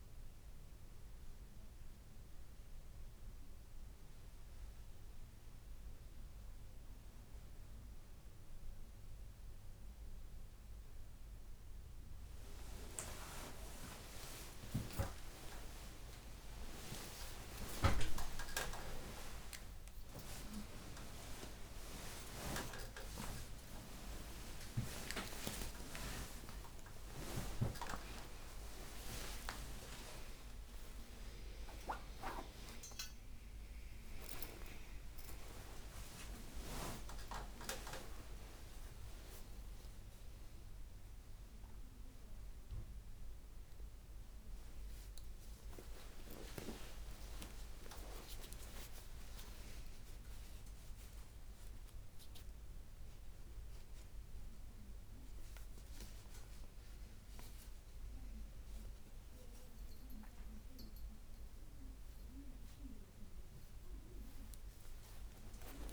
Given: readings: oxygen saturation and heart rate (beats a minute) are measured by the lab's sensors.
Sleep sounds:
a person awake in a sleep study, by a room microphone; none
19.50-65.93 s: new sleep stage, awake
From the record:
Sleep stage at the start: N2 (light sleep); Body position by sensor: on the right side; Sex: female

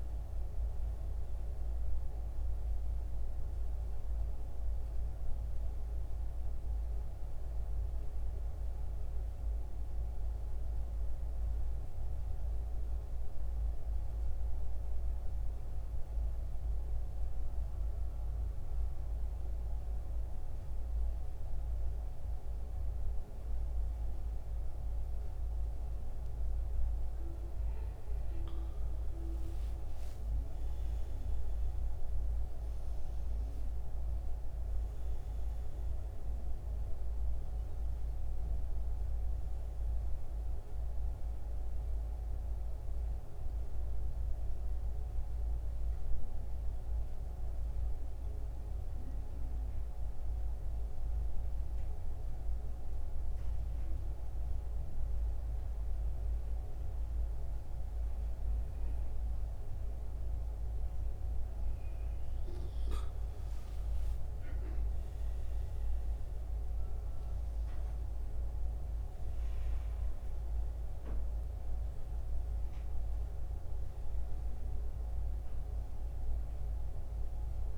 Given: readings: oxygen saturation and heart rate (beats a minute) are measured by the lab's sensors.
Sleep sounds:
breathing in sleep, hard to hear, by a room microphone; 2
0.00-16.50 s: oxygen desaturation (device-marked, oxygen 85% lowest, heart rate 62 extreme)
10.50-26.50 s: central apnea (oxygen 92% before, 85% lowest, heart rate 78 before, 62 extreme, up 14 after)
29.00-34.50 s: arousal
33.50-58.50 s: oxygen desaturation (device-marked, oxygen 95% before, 86% lowest, heart rate 66 before, 65 extreme)
44.50-60.50 s: central apnea (oxygen 96% before, 86% lowest, heart rate 73 before, 65 extreme, up 13 after)
63.50-68.50 s: arousal
From the record:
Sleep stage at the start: N2 (light sleep); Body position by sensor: on the back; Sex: male

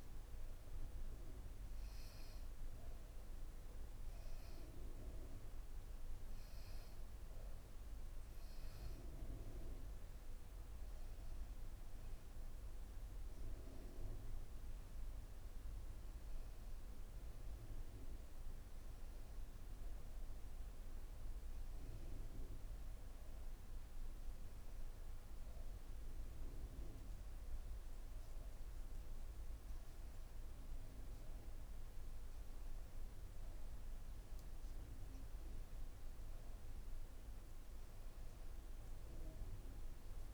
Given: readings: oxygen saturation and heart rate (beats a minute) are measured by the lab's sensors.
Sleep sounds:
breathing in sleep, hard to hear, by a room microphone; none
none scored
From the record:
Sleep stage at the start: N1 (lightest sleep); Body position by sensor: on the back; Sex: female

